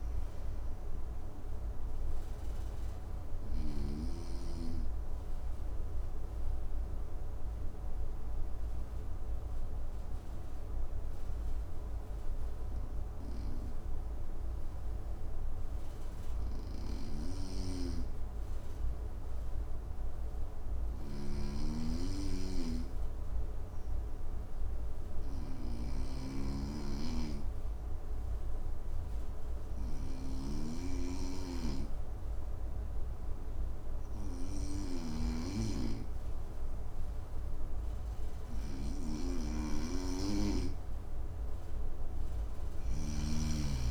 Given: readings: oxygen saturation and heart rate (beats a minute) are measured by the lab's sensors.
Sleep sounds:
breathing in sleep by a room microphone; 1
0.00-3.50 s: snoring (device-marked)
0.00-7.50 s: oxygen desaturation (device-marked, oxygen 92% lowest, heart rate 55 extreme)
1.00-38.50 s: obstructive apnea (oxygen 97% before, 91% lowest, heart rate 61 before, 55 extreme, up 4 after)
16.50-43.91 s: snoring (device-marked)
31.50-43.91 s: oxygen desaturation (device-marked, oxygen 98% before, 91% lowest, heart rate 56 before, 55 extreme)
42.50-43.91 s: arousal
From the record:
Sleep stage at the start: N2 (light sleep); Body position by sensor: on the front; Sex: male

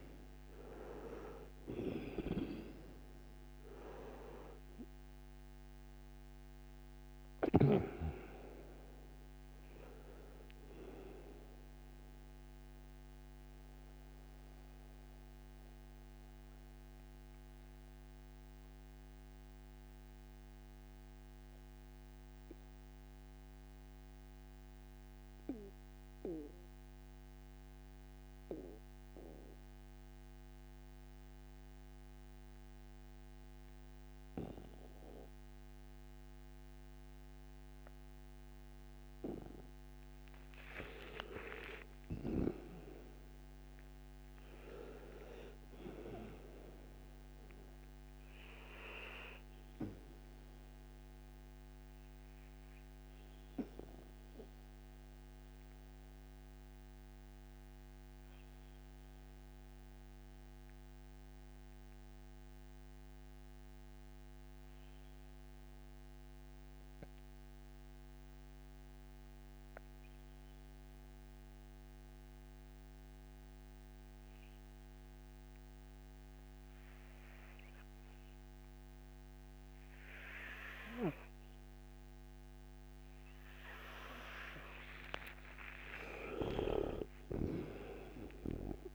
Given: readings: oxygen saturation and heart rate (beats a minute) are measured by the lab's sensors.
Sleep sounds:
breathing in sleep by a microphone on the trachea; 2
0.00-31.50 s: oxygen desaturation (device-marked, oxygen 78% lowest, heart rate 59 extreme)
13.50-39.50 s: mixed apnea (oxygen 97% before, 78% lowest, heart rate 83 before, 57 extreme, up 22 after)
40.50-45.00 s: arousal
45.50-70.50 s: oxygen desaturation (device-marked, oxygen 99% before, 87% lowest, heart rate 65 before, 57 extreme)
52.00-84.50 s: obstructive apnea (oxygen 99% before, 78% lowest, heart rate 67 before, 57 extreme, up 23 after)
82.50-88.95 s: oxygen desaturation (device-marked, oxygen 97% before, 78% lowest, heart rate 64 before, 58 extreme)
86.00-88.95 s: arousal
86.00-88.95 s: snoring (device-marked)
From the record:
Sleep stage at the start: N2 (light sleep); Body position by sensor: on the right side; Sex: male

